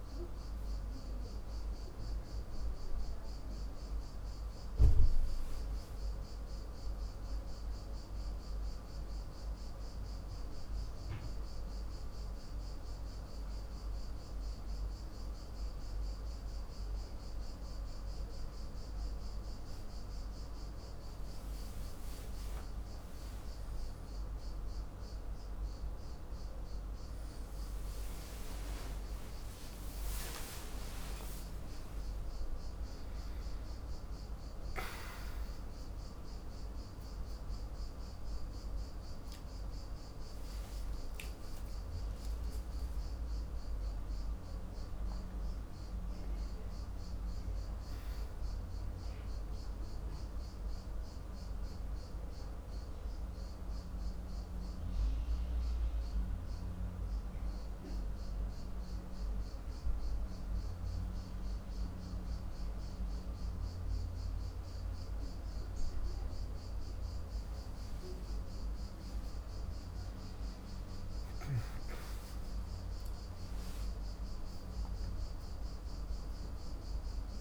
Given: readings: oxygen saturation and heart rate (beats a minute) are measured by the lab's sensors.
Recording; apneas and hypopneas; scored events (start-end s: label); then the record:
a person partly awake in a sleep study, hard to hear, by a room microphone; 1
24.50-54.50 s: new sleep stage, awake
51.00-66.00 s: mixed apnea (oxygen 96% before, 93% lowest, heart rate 76 before, 52 extreme, up 3 after)
54.50-77.41 s: new sleep stage, N1 (lightest sleep)
72.50-77.00 s: arousal
74.50-77.41 s: oxygen desaturation (device-marked, oxygen 97% before, 93% lowest, heart rate 57 before, 56 extreme)
From the record:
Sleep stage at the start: N1 (lightest sleep); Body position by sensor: on the back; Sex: male